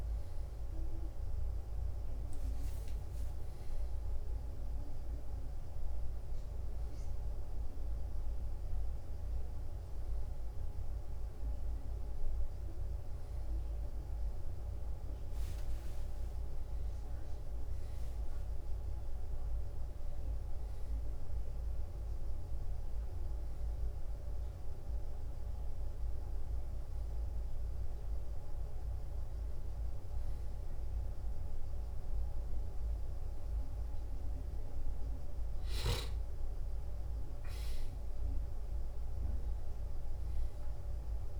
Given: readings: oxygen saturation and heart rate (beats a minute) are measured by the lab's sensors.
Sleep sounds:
a person awake in a sleep study, hard to hear, by a room microphone; none
none scored
From the record:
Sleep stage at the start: awake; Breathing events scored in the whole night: 244 in 3.9 hours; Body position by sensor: on the back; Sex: male

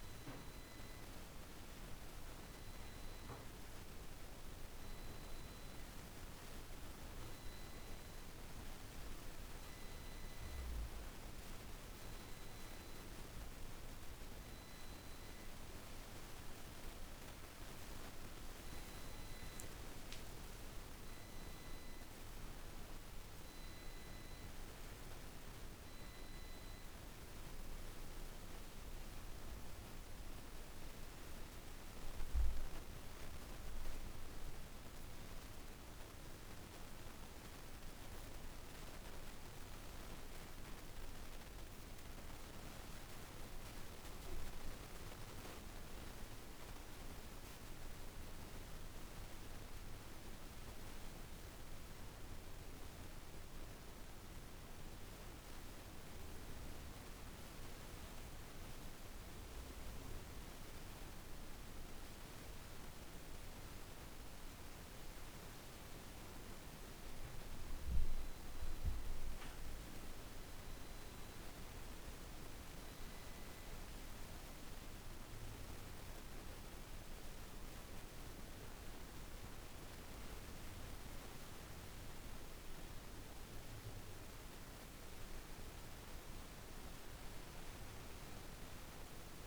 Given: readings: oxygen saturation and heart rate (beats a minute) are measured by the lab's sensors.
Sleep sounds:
breathing in sleep, hard to hear, by a room microphone; none
14.50-18.00 s: arousal
54.00-89.47 s: new sleep stage, N1 (lightest sleep)
From the record:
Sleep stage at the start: N2 (light sleep); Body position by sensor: on the right side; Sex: female

